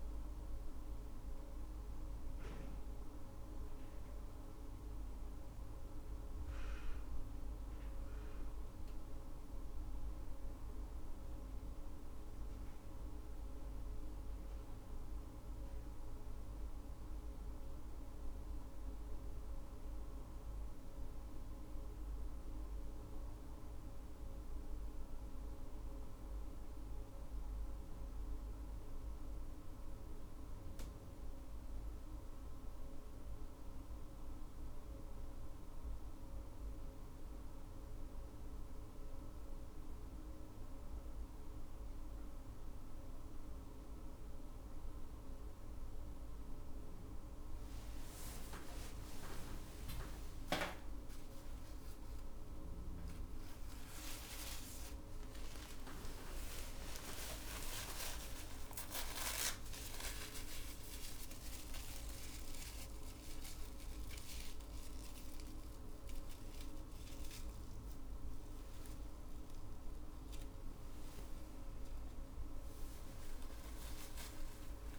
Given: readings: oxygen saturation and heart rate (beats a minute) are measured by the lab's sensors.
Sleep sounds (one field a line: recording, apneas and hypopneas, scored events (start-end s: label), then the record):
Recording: a person partly awake in a sleep study, hard to hear, by a room microphone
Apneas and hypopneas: none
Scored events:
40.50-74.99 s: new sleep stage, awake
From the record:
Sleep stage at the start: N1 (lightest sleep)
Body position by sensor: on the back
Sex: female